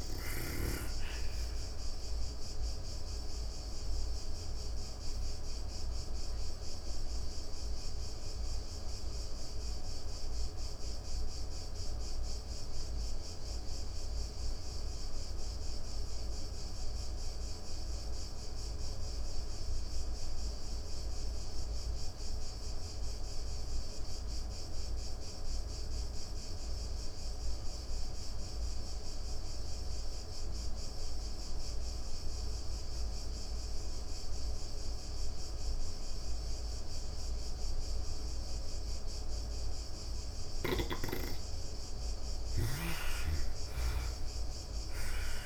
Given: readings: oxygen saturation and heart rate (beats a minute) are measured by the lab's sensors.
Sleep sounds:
breathing in sleep by a room microphone; 1
0.00-19.00 s: oxygen desaturation (device-marked, oxygen 73% lowest, heart rate 50 extreme)
1.50-40.50 s: obstructive apnea (oxygen 99% before, 73% lowest, heart rate 95 before, 58 extreme, up 11 after)
33.00-45.46 s: oxygen desaturation (device-marked, oxygen 98% before, 74% lowest, heart rate 110 before, 29 extreme)
39.50-45.46 s: snoring (device-marked)
41.50-44.50 s: arousal
From the record:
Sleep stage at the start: N2 (light sleep); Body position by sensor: on the back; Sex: female

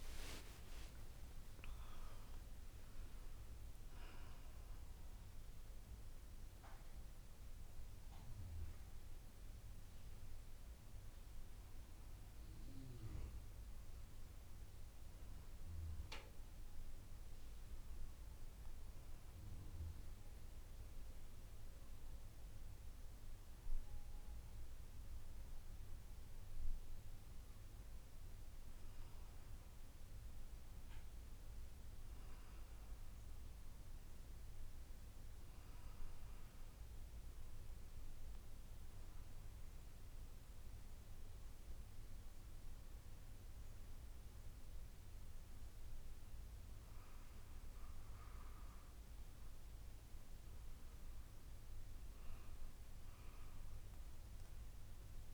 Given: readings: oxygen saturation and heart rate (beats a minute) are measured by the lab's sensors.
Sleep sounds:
breathing in sleep, hard to hear, by a room microphone; none
48.50-55.34 s: new sleep stage, N2 (light sleep)
From the record:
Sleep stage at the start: N1 (lightest sleep); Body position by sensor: on the back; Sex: female

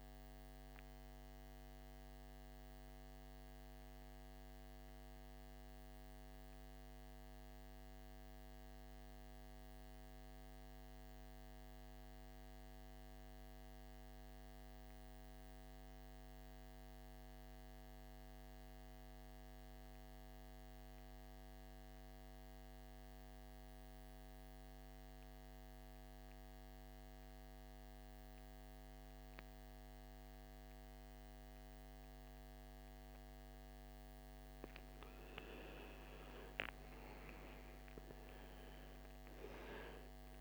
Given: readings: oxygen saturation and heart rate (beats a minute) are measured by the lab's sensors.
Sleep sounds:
breathing in sleep, hard to hear, by a microphone on the trachea; 1
0.00-5.00 s: oxygen desaturation (device-marked, oxygen 85% lowest, heart rate 52 extreme)
2.00-34.00 s: mixed apnea (oxygen 98% before, 80% lowest, heart rate 66 before, 52 extreme, up 18 after)
24.00-40.41 s: oxygen desaturation (device-marked, oxygen 99% before, 80% lowest, heart rate 54 before, 53 extreme)
35.50-40.41 s: arousal
From the record:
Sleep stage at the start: N2 (light sleep); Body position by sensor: on the back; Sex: male

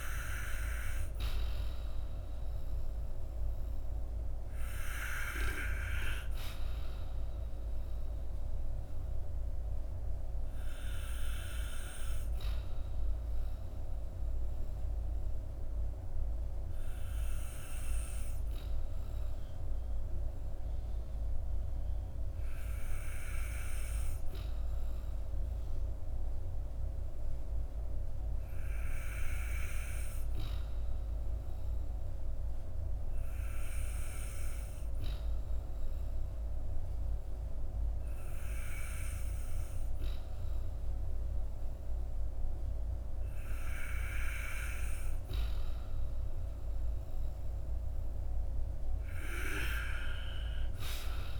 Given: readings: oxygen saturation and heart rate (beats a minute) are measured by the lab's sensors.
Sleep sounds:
breathing in sleep by a room microphone; 1
0.00-24.50 s: oxygen desaturation (device-marked, oxygen 90% lowest, heart rate 37 extreme)
18.00-44.50 s: hypopnea (oxygen 96% before, 90% lowest, heart rate 56 before, 44 extreme, up 6 after)
50.00-51.40 s: arousal
From the record:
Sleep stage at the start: N2 (light sleep); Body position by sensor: on the back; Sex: male

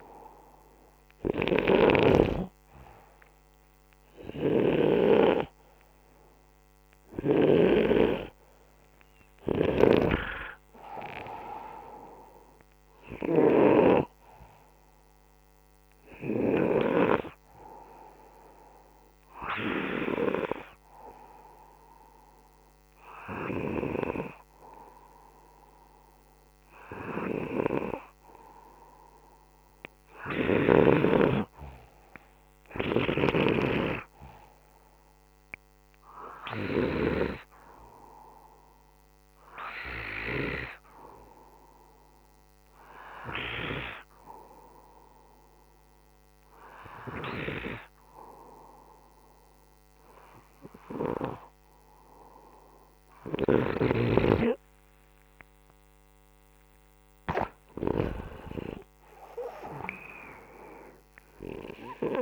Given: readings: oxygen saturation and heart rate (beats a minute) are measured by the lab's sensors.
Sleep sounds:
breathing in sleep by a microphone on the trachea; none
1.00-7.50 s: snoring (device-marked)
3.00-8.00 s: arousal
9.50-13.50 s: snoring (device-marked)
54.50-58.00 s: arousal
From the record:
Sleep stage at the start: N2 (light sleep); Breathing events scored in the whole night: 218 in 4.9 hours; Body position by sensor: upright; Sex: male

